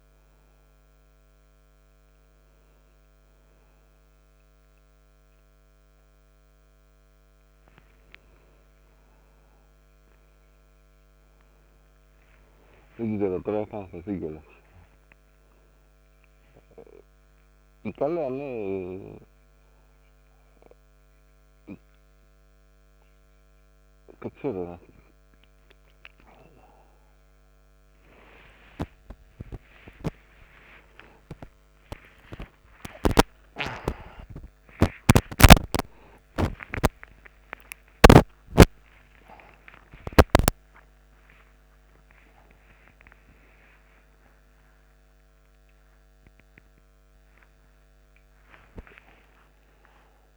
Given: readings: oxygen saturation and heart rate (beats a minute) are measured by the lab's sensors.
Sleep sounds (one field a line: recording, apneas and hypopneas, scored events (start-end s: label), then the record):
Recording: a person awake in a sleep study, by a microphone on the trachea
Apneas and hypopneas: none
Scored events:
14.50-50.37 s: new sleep stage, awake
From the record:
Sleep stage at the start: N2 (light sleep)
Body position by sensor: on the back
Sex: male